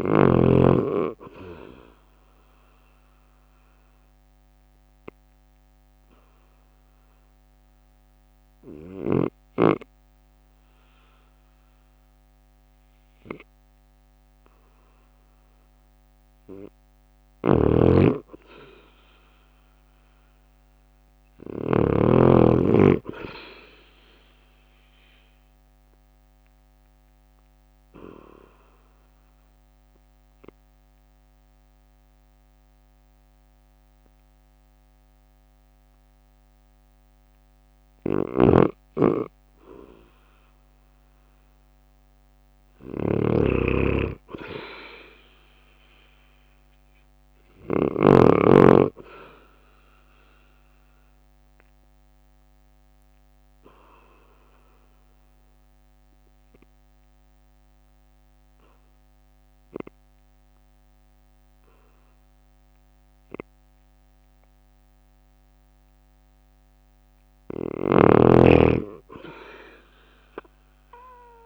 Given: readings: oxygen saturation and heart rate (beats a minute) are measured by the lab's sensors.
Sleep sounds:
breathing in sleep by a microphone on the trachea; 3
0.00-8.00 s: drop in pulse transit time (device-marked, heart rate 54 extreme)
3.00-15.00 s: hypopnea (oxygen 98% before, 93% lowest, heart rate 57 before, 52 extreme, up 6 after)
17.00-21.50 s: snoring (device-marked)
17.50-21.50 s: arousal
22.00-38.00 s: oxygen desaturation (device-marked, oxygen 97% before, 93% lowest, heart rate 56 before, 52 extreme)
23.00-32.00 s: drop in pulse transit time (device-marked, heart rate 56 before, 53 extreme)
28.50-39.00 s: obstructive apnea (oxygen 98% before, 93% lowest, heart rate 56 before, 52 extreme, up 6 after)
41.50-45.50 s: arousal
42.50-48.00 s: snoring (device-marked)
45.00-58.00 s: oxygen desaturation (device-marked, oxygen 98% before, 94% lowest, heart rate 55 before, 53 extreme)
45.00-59.00 s: drop in pulse transit time (device-marked, heart rate 55 before, 55 extreme)
53.00-65.50 s: obstructive apnea (oxygen 98% before, 93% lowest, heart rate 55 before, 51 extreme, up 8 after)
67.50-71.46 s: snoring (device-marked)
69.50-71.46 s: arousal
From the record:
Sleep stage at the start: N2 (light sleep); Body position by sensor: on the right side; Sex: male

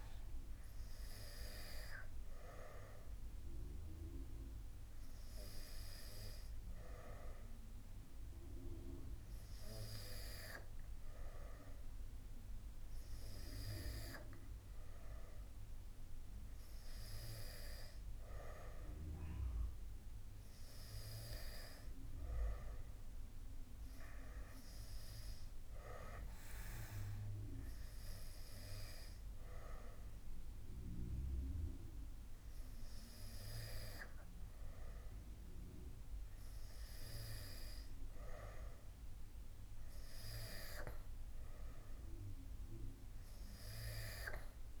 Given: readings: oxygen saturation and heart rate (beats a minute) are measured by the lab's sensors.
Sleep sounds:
breathing in sleep by a room microphone; none
none scored
From the record:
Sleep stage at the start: N2 (light sleep); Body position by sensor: on the back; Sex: male

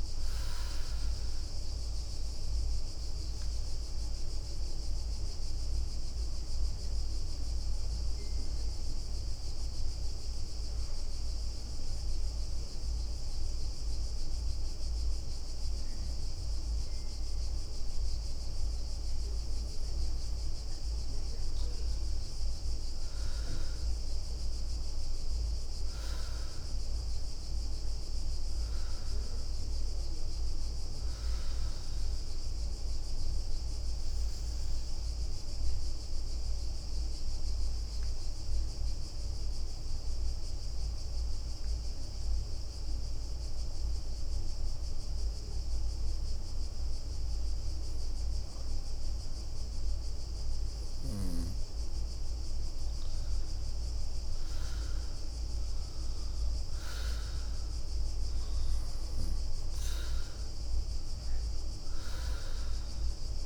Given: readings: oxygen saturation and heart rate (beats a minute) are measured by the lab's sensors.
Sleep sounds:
breathing in sleep, hard to hear, by a room microphone; 2
7.00-18.00 s: obstructive apnea (oxygen 99% before, 94% lowest, heart rate 64 before, 57 extreme, up 10 after)
21.00-24.50 s: arousal
22.00-28.50 s: leg movement (device-marked)
23.00-44.00 s: oxygen desaturation (device-marked, oxygen 98% before, 94% lowest, heart rate 63 before, 57 extreme)
29.00-39.50 s: leg movement (device-marked)
33.50-44.50 s: obstructive apnea (oxygen 98% before, 94% lowest, heart rate 67 before, 57 extreme, up 10 after)
34.00-40.00 s: bradycardia (device-marked, heart rate 67 before, 57 extreme)
46.00-50.00 s: arousal
47.00-48.00 s: leg movement (device-marked)
50.50-59.00 s: leg movement (device-marked)
59.50-60.50 s: leg movement (device-marked)
From the record:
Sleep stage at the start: N2 (light sleep); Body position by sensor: on the right side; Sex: female

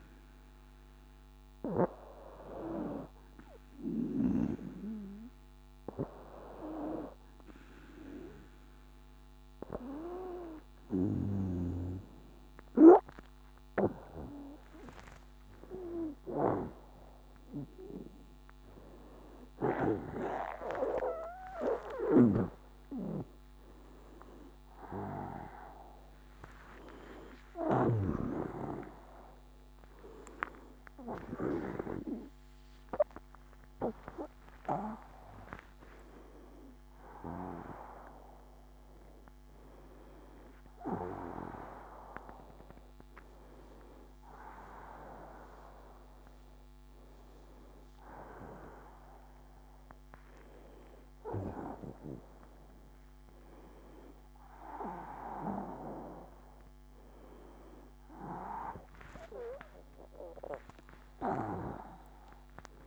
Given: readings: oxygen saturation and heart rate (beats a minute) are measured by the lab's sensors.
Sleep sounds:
a person awake in a sleep study, by a microphone on the trachea; none
18.00-62.87 s: new sleep stage, awake
21.50-27.50 s: snoring (device-marked)
From the record:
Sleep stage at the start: N2 (light sleep); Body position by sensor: on the back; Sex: female

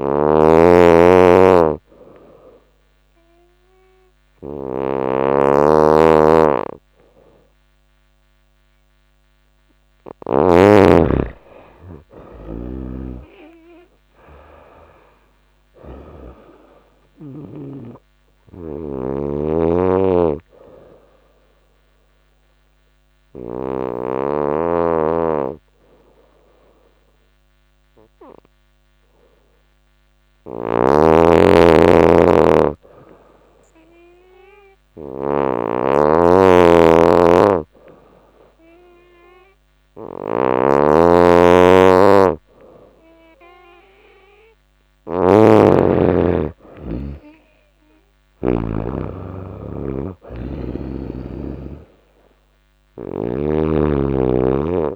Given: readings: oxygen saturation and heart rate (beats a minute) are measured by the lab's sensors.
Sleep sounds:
breathing in sleep by a microphone on the trachea; 1
0.00-10.00 s: snoring (device-marked)
1.50-12.50 s: oxygen desaturation (device-marked, oxygen 97% before, 92% lowest, heart rate 88 before, 86 extreme)
11.00-14.50 s: arousal
12.00-15.50 s: snoring (device-marked)
17.50-23.00 s: snoring (device-marked)
20.00-31.50 s: obstructive apnea (oxygen 97% before, 91% lowest, heart rate 88 before, 85 extreme, up 0 after)
29.50-48.00 s: snoring (device-marked)
33.50-37.00 s: arousal
46.50-54.96 s: oxygen desaturation (device-marked, oxygen 96% before, 92% lowest, heart rate 87 before, 86 extreme)
From the record:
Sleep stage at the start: N2 (light sleep); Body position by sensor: on the back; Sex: female

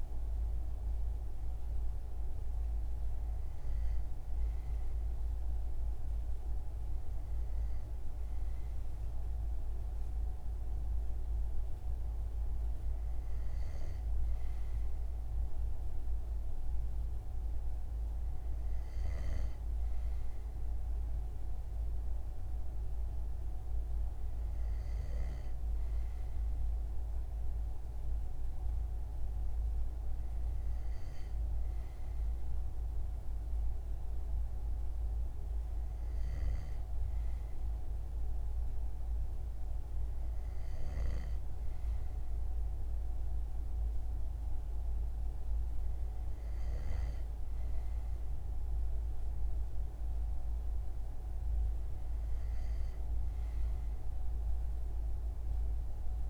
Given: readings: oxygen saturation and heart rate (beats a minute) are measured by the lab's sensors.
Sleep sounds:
breathing in sleep, hard to hear, by a room microphone; none
18.50-25.00 s: snoring (device-marked)
35.50-46.50 s: snoring (device-marked)
From the record:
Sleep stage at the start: N2 (light sleep); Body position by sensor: on the front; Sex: male

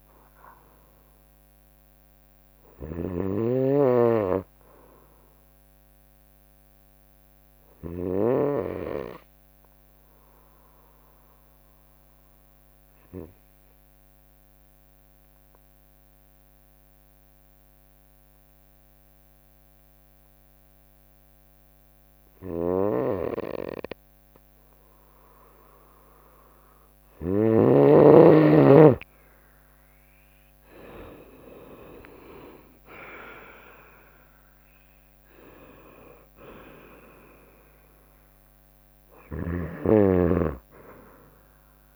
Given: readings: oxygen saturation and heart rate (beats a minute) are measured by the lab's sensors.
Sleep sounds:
breathing in sleep by a microphone on the trachea; 1
0.00-8.00 s: snoring (device-marked)
7.50-26.50 s: obstructive apnea (oxygen 96% before, 91% lowest, heart rate 63 before, 58 extreme, up 11 after)
22.00-27.00 s: snoring (device-marked)
30.00-34.00 s: arousal
30.50-41.96 s: drop in pulse transit time (device-marked, heart rate 63 before, 61 extreme)
From the record:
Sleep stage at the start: N2 (light sleep); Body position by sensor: on the right side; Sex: female

